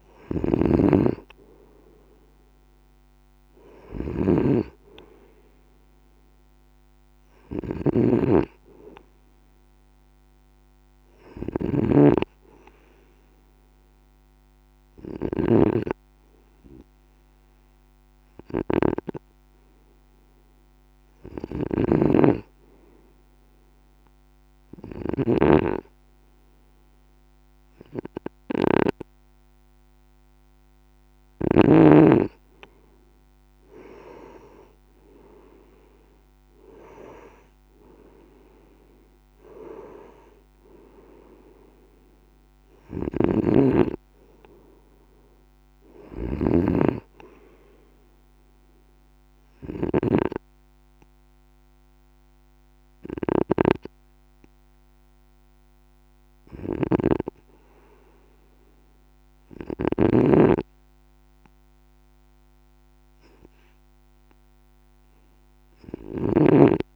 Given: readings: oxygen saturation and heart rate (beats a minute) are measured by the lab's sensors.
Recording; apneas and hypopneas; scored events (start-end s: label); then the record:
breathing in sleep by a microphone on the trachea; 2
0.00-29.00 s: snoring (device-marked)
8.00-19.00 s: oxygen desaturation (device-marked, oxygen 92% before, 89% lowest, heart rate 58 before, 54 extreme)
14.50-29.00 s: hypopnea (oxygen 94% before, 91% lowest, heart rate 56 before, 54 extreme, up 3 after)
33.00-36.00 s: arousal
43.00-60.00 s: snoring (device-marked)
49.00-60.00 s: hypopnea (oxygen 97% before, 92% lowest, heart rate 58 before, 52 extreme, up 3 after)
62.50-66.00 s: arousal
From the record:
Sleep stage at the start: N2 (light sleep); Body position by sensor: on the right side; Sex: male